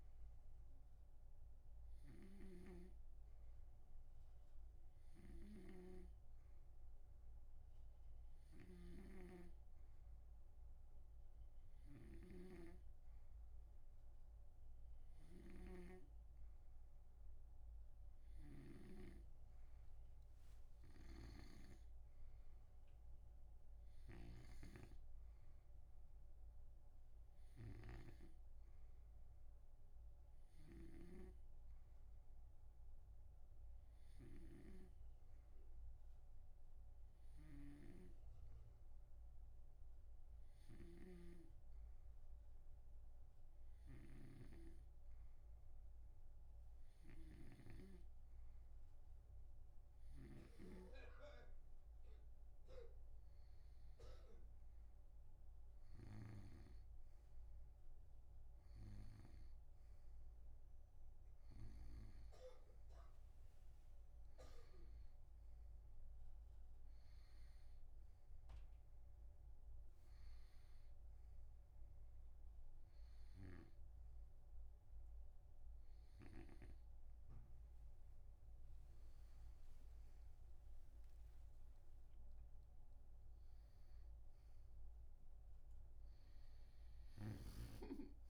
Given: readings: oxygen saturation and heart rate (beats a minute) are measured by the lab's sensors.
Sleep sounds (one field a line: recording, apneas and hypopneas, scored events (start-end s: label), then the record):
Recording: breathing in sleep by a room microphone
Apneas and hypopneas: none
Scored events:
2.50-62.50 s: snoring (device-marked)
26.00-38.00 s: oxygen desaturation (device-marked, oxygen 93% before, 90% lowest)
73.50-77.00 s: snoring (device-marked)
80.50-85.00 s: arousal
From the record:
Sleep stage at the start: N2 (light sleep)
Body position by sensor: on the right side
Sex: male